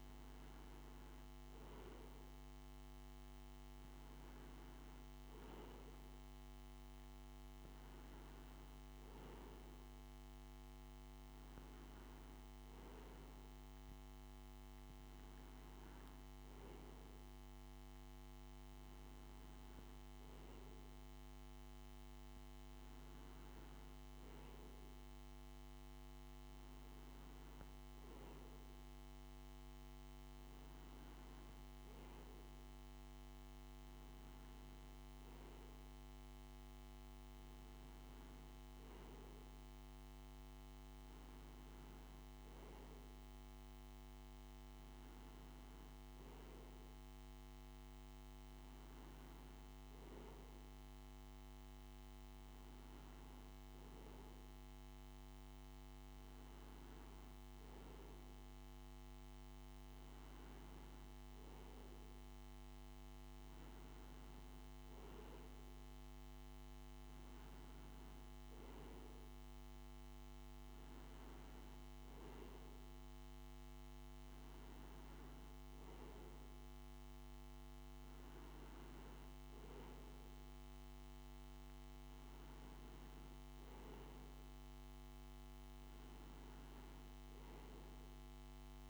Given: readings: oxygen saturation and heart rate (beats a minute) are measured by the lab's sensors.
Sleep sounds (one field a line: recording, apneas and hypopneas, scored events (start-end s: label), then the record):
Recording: breathing in sleep, hard to hear, by a microphone on the trachea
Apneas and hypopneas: none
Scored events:
73.50-78.50 s: arousal
73.50-88.90 s: new sleep stage, N2 (light sleep)
From the record:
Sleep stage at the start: N1 (lightest sleep)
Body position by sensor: on the right side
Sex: male